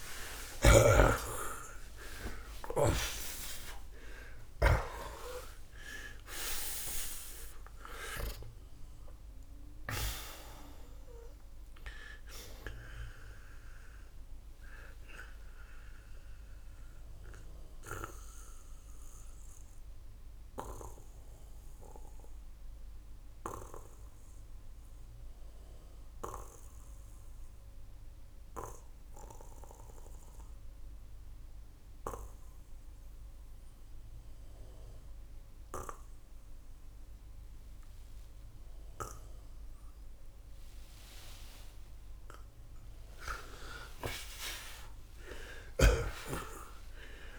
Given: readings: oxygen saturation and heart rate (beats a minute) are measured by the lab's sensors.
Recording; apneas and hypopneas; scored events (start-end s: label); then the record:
breathing in sleep by a room microphone; 1
0.00-2.00 s: arousal
0.00-2.50 s: snoring (device-marked)
1.50-41.50 s: oxygen desaturation (device-marked, oxygen 93% before, 78% lowest, heart rate 89 before, 55 extreme)
15.00-41.50 s: obstructive apnea (oxygen 93% before, 78% lowest, heart rate 125 before, 55 extreme)
44.50-47.39 s: arousal
From the record:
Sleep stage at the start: N2 (light sleep); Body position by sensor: on the back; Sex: male